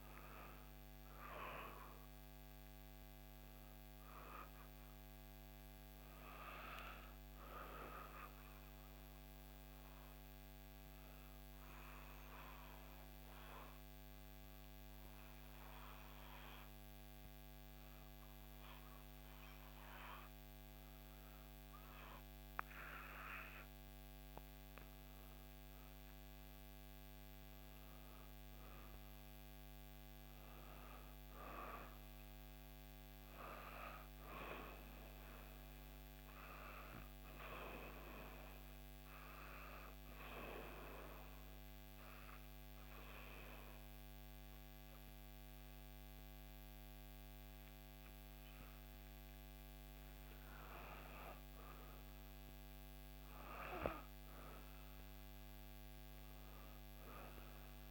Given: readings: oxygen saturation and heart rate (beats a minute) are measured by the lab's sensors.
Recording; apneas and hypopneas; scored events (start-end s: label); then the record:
breathing in sleep by a microphone on the trachea; 2
0.00-3.00 s: arousal
9.00-23.50 s: obstructive apnea (oxygen 98% before, 93% lowest, heart rate 69 before, 63 extreme, up 6 after)
25.00-29.00 s: arousal
39.00-50.50 s: obstructive apnea (oxygen 97% before, 92% lowest, heart rate 66 before, 62 extreme, up 5 after)
52.50-55.50 s: arousal
From the record:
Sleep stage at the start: N2 (light sleep); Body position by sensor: on the back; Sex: female